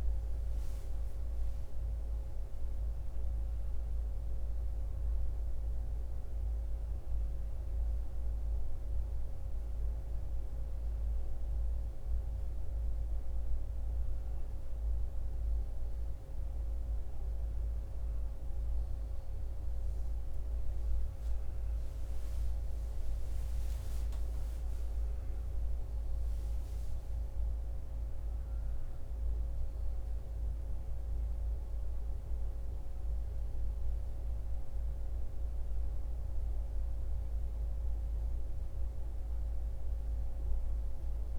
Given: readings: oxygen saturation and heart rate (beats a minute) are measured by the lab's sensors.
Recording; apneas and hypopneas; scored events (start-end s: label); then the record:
a person partly awake in a sleep study, hard to hear, by a room microphone; none
14.00-41.39 s: new sleep stage, N1 (lightest sleep)
From the record:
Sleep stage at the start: awake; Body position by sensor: on the back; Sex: male